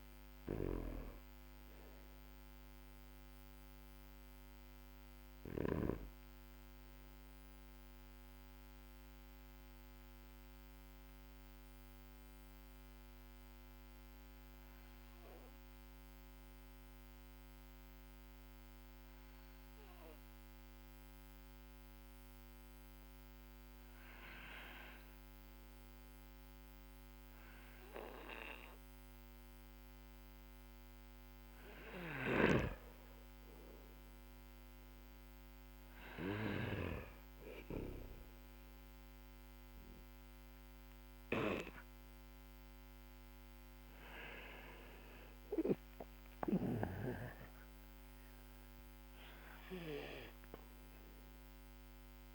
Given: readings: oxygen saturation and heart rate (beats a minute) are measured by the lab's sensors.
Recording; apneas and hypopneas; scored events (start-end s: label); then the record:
breathing in sleep by a microphone on the trachea; 1
0.00-5.50 s: snoring (device-marked)
0.00-20.00 s: oxygen desaturation (device-marked, oxygen 93% lowest, heart rate 43 extreme)
7.50-30.50 s: obstructive apnea (oxygen 98% before, 93% lowest, heart rate 53 before, 46 extreme, up 8 after)
32.00-36.50 s: snoring (device-marked)
33.00-37.00 s: arousal
43.00-52.35 s: oxygen desaturation (device-marked, oxygen 98% before, 95% lowest, heart rate 55 before, 45 extreme)
From the record:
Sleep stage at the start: N2 (light sleep); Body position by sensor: on the back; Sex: male